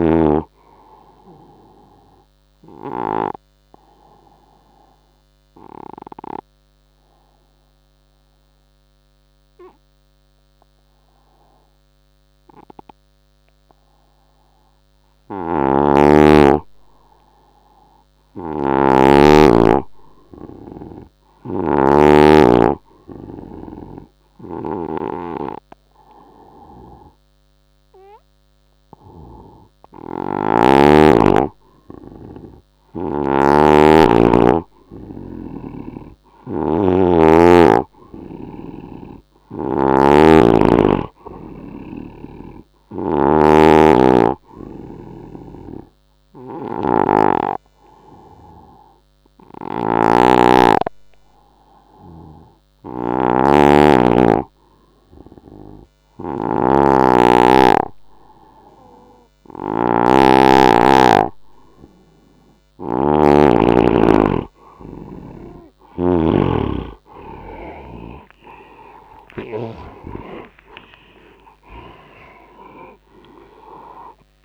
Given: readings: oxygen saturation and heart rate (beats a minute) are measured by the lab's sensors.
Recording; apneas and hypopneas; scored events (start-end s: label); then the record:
breathing in sleep by a microphone on the trachea; none
0.00-3.00 s: snoring (device-marked)
0.00-22.00 s: oxygen desaturation (device-marked, oxygen 90% lowest, heart rate 66 extreme)
15.00-74.45 s: snoring (device-marked)
66.00-74.45 s: oxygen desaturation (device-marked, oxygen 95% before, 90% lowest, heart rate 77 before, 78 extreme)
69.00-74.45 s: arousal
From the record:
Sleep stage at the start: N2 (light sleep); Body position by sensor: on the right side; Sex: male